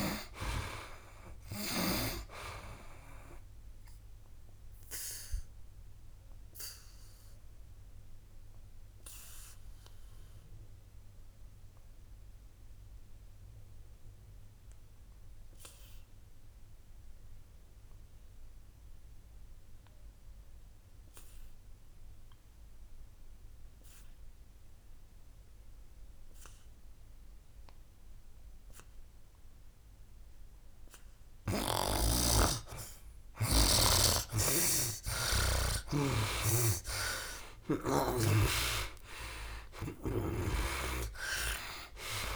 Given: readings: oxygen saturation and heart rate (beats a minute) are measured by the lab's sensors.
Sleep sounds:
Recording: breathing in sleep by a room microphone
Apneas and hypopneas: 1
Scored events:
0.00-2.00 s: snoring (device-marked)
0.00-24.50 s: oxygen desaturation (device-marked, oxygen 70% lowest, heart rate 63 extreme)
4.00-31.00 s: obstructive apnea (oxygen 98% before, 70% lowest, heart rate 72 before, 63 extreme, up 13 after)
26.50-42.36 s: oxygen desaturation (device-marked, oxygen 98% before, 70% lowest, heart rate 68 before, 64 extreme)
36.00-39.50 s: arousal
36.50-41.00 s: snoring (device-marked)
From the record:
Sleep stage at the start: N2 (light sleep)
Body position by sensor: on the back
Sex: male

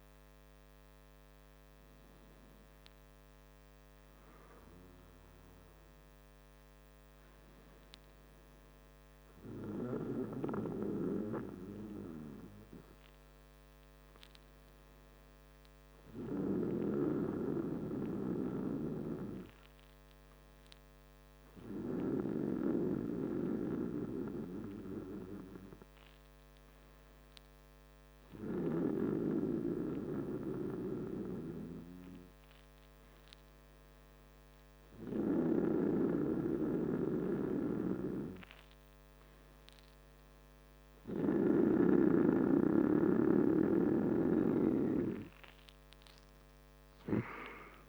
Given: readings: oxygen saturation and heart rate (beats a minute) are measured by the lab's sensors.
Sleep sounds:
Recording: breathing in sleep by a microphone on the trachea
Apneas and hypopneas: 1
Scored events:
23.00-39.50 s: hypopnea (oxygen 97% before, 95% lowest, heart rate 47 before, 45 extreme, up 3 after)
From the record:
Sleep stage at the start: N2 (light sleep)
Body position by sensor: on the back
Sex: male

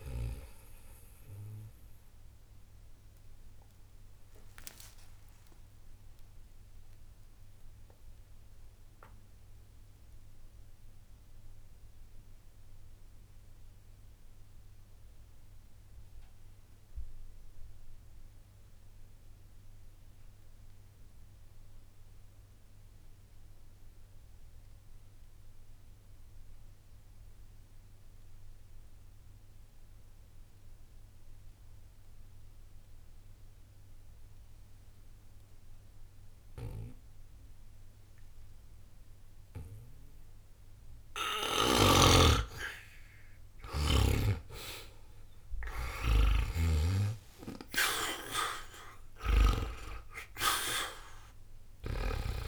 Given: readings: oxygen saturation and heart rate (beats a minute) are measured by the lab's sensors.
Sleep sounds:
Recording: breathing in sleep by a room microphone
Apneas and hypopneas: 1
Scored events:
0.00-21.00 s: oxygen desaturation (device-marked, oxygen 78% lowest, heart rate 59 extreme)
1.50-41.50 s: obstructive apnea (oxygen 94% before, 76% lowest, heart rate 63 before, 59 extreme, up 0 after)
38.00-52.48 s: oxygen desaturation (device-marked, oxygen 99% before, 76% lowest, heart rate 60 before, 60 extreme)
41.50-47.00 s: snoring (device-marked)
44.00-47.50 s: arousal
From the record:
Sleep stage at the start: N2 (light sleep)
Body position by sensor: on the back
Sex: male

